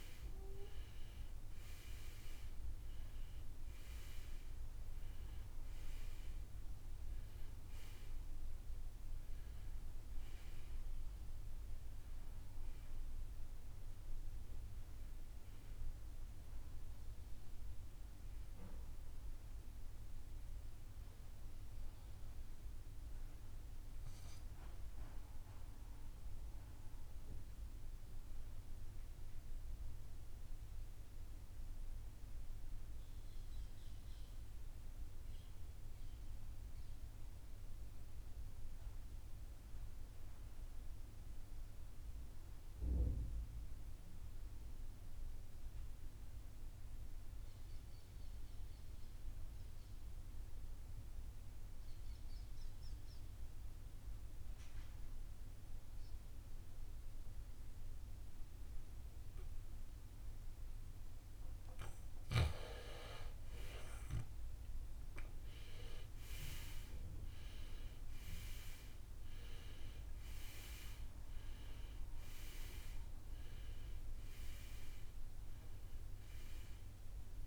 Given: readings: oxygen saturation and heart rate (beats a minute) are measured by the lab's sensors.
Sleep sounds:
breathing in sleep by a room microphone; 1
0.00-37.00 s: oxygen desaturation (device-marked, oxygen 78% lowest, heart rate 53 extreme)
24.00-61.00 s: obstructive apnea (oxygen 94% before, 78% lowest, heart rate 79 before, 53 extreme, up 13 after)
56.00-77.47 s: oxygen desaturation (device-marked, oxygen 97% before, 78% lowest, heart rate 61 before, 53 extreme)
62.50-67.50 s: arousal
From the record:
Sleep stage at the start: N2 (light sleep); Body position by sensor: on the right side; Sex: male

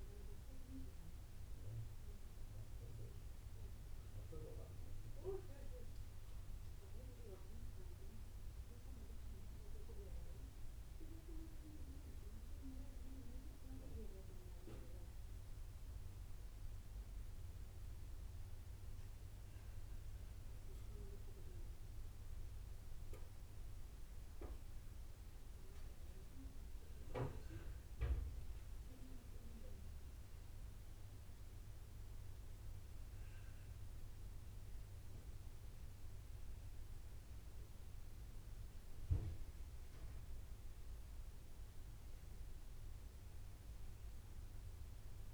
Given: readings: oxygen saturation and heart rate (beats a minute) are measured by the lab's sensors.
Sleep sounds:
breathing in sleep by a room microphone; none
none scored
From the record:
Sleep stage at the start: N1 (lightest sleep); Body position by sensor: on the right side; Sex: male

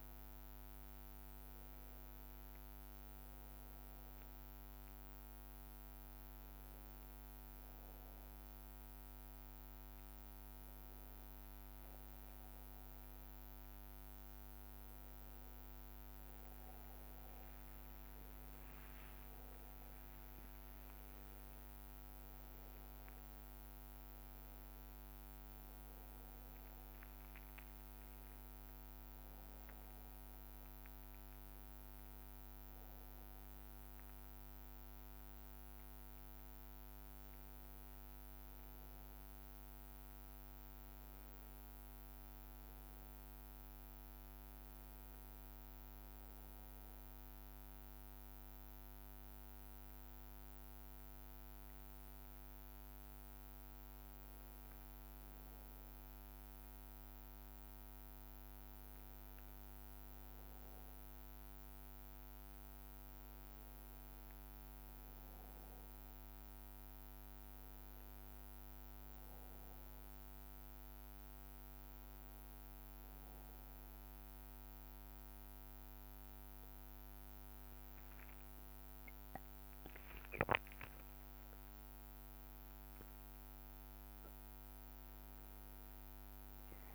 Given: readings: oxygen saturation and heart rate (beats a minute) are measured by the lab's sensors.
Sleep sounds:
a person partly awake in a sleep study, hard to hear, by a microphone on the trachea; none
0.00-21.50 s: bradycardia (device-marked)
3.50-33.50 s: new sleep stage, N1 (lightest sleep)
5.50-7.50 s: long interval between heartbeats (device-marked)
33.50-86.95 s: new sleep stage, N2 (light sleep)
From the record:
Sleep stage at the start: awake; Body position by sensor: on the back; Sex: male

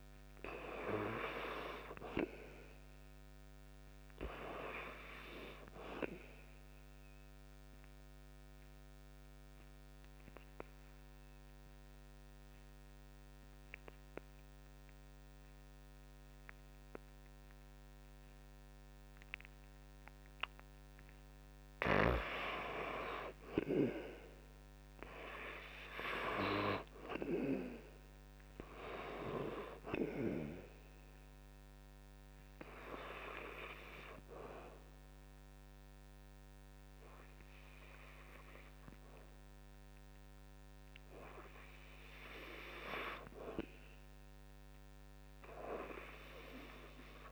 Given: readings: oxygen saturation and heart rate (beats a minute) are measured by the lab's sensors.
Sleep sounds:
breathing in sleep by a microphone on the trachea; 2
0.00-2.00 s: oxygen desaturation (device-marked, oxygen 84% lowest, heart rate 61 extreme)
6.00-22.00 s: obstructive apnea (oxygen 95% before, 76% lowest, heart rate 67 before, 59 extreme, up 6 after)
23.00-26.50 s: arousal
29.00-47.32 s: oxygen desaturation (device-marked, oxygen 94% before, 76% lowest, heart rate 64 before, 59 extreme)
31.00-41.50 s: hypopnea (oxygen 94% before, 76% lowest, heart rate 64 before, 59 extreme, up 6 after)
45.50-47.32 s: arousal
From the record:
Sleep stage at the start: N2 (light sleep); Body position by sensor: on the back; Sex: male

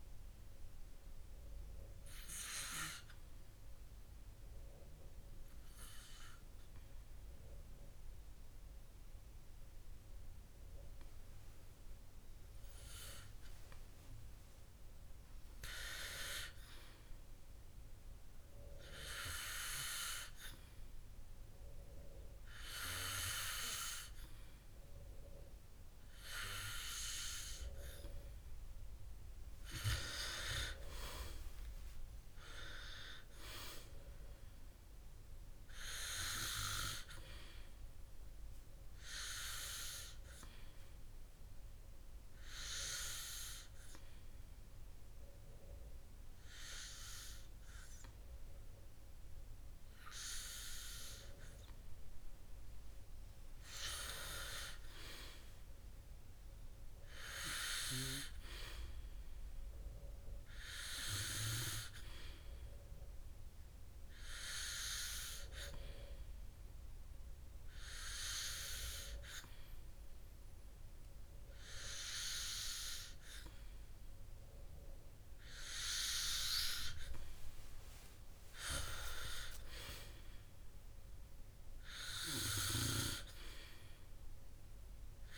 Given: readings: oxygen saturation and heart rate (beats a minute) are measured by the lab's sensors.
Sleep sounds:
breathing in sleep by a room microphone; 3
3.50-14.50 s: obstructive apnea (oxygen 97% before, 95% lowest, heart rate 122 before, 76 extreme, up 52 after)
16.50-19.50 s: arousal
33.00-36.50 s: arousal
40.50-54.50 s: hypopnea (oxygen 98% before, 96% lowest, heart rate 111 before, 77 extreme)
56.50-59.50 s: arousal
65.00-76.00 s: hypopnea (oxygen 97% before, 94% lowest, heart rate 116 before, 128 extreme)
79.50-83.00 s: arousal
From the record:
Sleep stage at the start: N2 (light sleep); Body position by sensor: on the back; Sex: male

